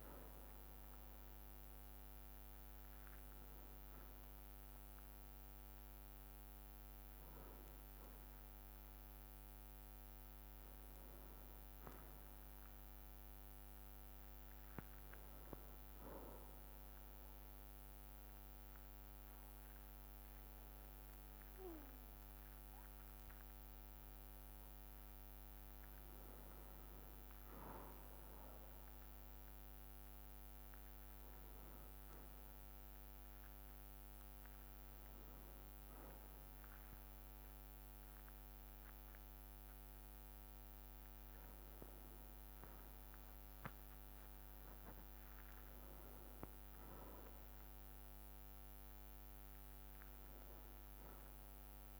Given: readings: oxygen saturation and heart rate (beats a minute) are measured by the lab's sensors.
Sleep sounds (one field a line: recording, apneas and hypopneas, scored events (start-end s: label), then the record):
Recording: a person partly awake in a sleep study, hard to hear, by a microphone on the trachea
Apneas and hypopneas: 1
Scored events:
3.00-9.00 s: bradycardia (device-marked, heart rate 61 before, 59 extreme)
10.00-13.50 s: arousal
13.00-22.00 s: drop in pulse transit time (device-marked, heart rate 61 before, 58 extreme)
16.00-26.00 s: central apnea (oxygen 97% before, 95% lowest, heart rate 61 before, 58 extreme, up 3 after)
17.00-23.00 s: bradycardia (device-marked, heart rate 61 before, 58 extreme)
29.00-32.00 s: bradycardia (device-marked, heart rate 61 before, 60 extreme)
35.00-52.00 s: new sleep stage, awake
From the record:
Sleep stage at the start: N1 (lightest sleep)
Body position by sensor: on the back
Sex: male